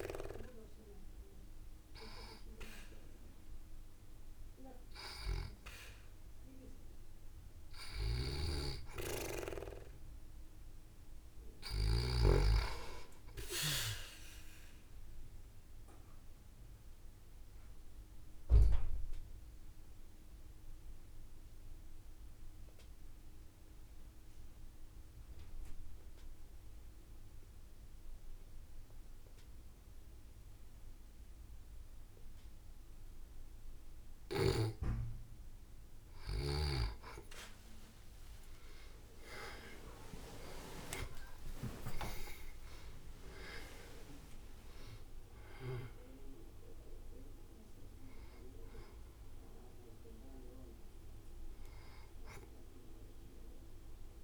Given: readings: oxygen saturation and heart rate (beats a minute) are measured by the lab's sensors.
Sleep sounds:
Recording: breathing in sleep by a room microphone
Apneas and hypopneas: 1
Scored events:
7.50-11.50 s: snoring (device-marked)
8.00-11.50 s: arousal
11.50-14.00 s: leg movement (device-marked)
15.00-35.00 s: mixed apnea (oxygen 92% before, 85% lowest, heart rate 70 before, 63 extreme, up 15 after)
37.50-44.00 s: leg movement (device-marked)
38.50-44.00 s: arousal
From the record:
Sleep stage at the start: N2 (light sleep)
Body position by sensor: on the back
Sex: female

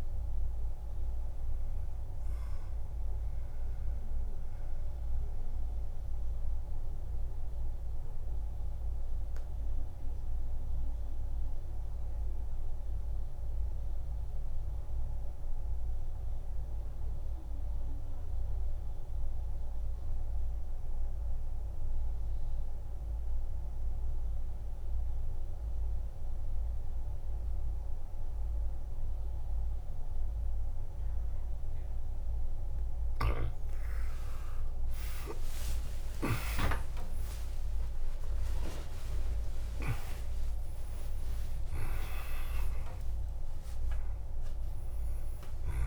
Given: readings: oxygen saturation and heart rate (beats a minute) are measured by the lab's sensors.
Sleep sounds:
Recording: breathing in sleep by a room microphone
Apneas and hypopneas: 1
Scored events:
0.00-17.00 s: oxygen desaturation (device-marked, oxygen 90% lowest, heart rate 47 extreme)
3.00-32.50 s: mixed apnea (oxygen 100% before, 89% lowest, heart rate 60 before, 47 extreme)
32.00-45.87 s: oxygen desaturation (device-marked, oxygen 99% before, 89% lowest, heart rate 51 before, 50 extreme)
34.00-42.00 s: tachycardia (device-marked, heart rate 57 before, 160 extreme)
35.00-40.00 s: arousal
35.50-37.50 s: long interval between heartbeats (device-marked, heart rate 52 before, 75 extreme)
38.00-40.00 s: long interval between heartbeats (device-marked, heart rate 58 before, 131 extreme)
40.00-42.00 s: long interval between heartbeats (device-marked, heart rate 68 before, 159 extreme)
From the record:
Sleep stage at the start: N2 (light sleep)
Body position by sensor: on the back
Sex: male

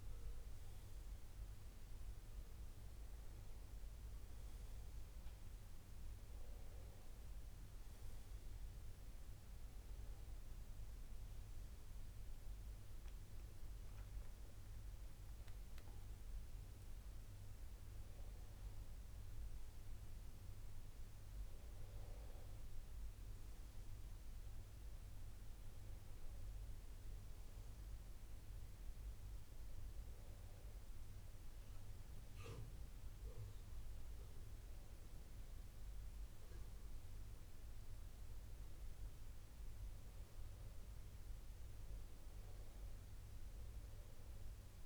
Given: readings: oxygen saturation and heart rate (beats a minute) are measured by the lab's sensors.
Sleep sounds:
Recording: a person partly awake in a sleep study, hard to hear, by a room microphone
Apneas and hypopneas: none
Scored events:
12.50-44.86 s: new sleep stage, N1 (lightest sleep)
From the record:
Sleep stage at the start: awake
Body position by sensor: on the back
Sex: male

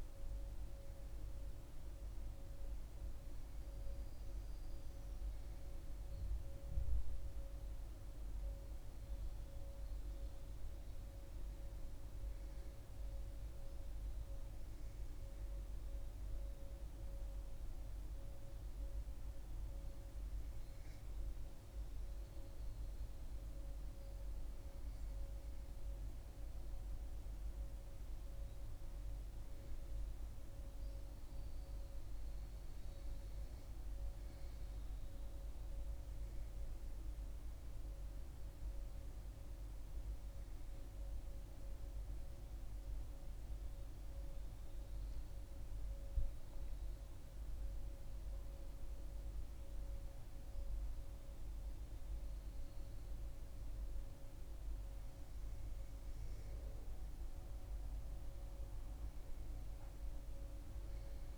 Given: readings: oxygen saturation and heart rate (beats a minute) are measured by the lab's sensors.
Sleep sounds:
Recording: breathing in sleep, hard to hear, by a room microphone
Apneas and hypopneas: none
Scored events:
58.00-61.38 s: arousal
60.00-61.38 s: oxygen desaturation (device-marked, oxygen 99% before, 96% lowest, heart rate 70 before, 64 extreme)
From the record:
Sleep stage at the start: N2 (light sleep)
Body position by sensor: on the back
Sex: female

